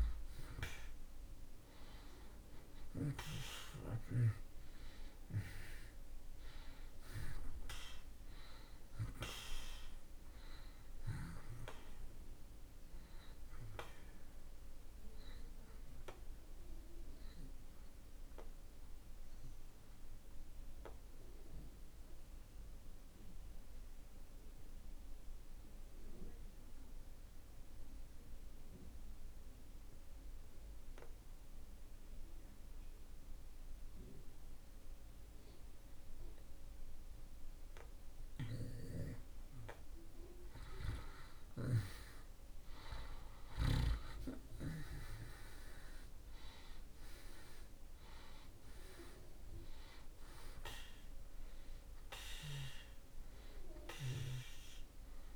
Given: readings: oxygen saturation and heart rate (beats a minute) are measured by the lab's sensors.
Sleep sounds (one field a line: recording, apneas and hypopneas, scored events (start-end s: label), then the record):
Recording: breathing in sleep by a room microphone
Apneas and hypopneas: 1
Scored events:
0.00-31.00 s: oxygen desaturation (device-marked, oxygen 79% lowest)
16.00-39.00 s: obstructive apnea (oxygen 95% before, 77% lowest)
42.00-55.36 s: oxygen desaturation (device-marked, oxygen 95% before, 77% lowest)
44.00-50.00 s: arousal
From the record:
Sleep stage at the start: N2 (light sleep)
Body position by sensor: on the back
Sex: male